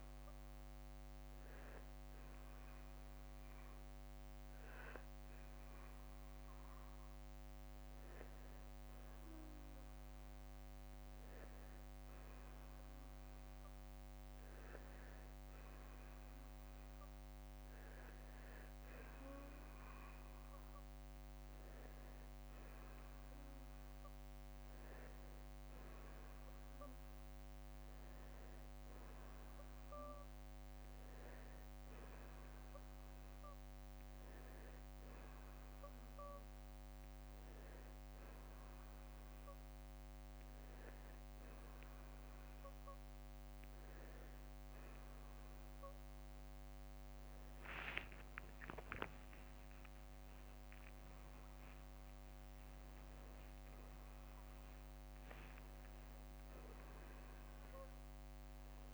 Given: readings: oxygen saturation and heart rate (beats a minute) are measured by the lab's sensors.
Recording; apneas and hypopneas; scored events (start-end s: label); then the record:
breathing in sleep, hard to hear, by a microphone on the trachea; none
7.50-9.50 s: long interval between heartbeats (device-marked, heart rate 52 before, 64 extreme)
34.00-36.00 s: long interval between heartbeats (device-marked, heart rate 59 before, 59 extreme)
40.00-58.94 s: new sleep stage, N1 (lightest sleep)
48.00-52.50 s: arousal
From the record:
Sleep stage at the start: N2 (light sleep); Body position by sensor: on the back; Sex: male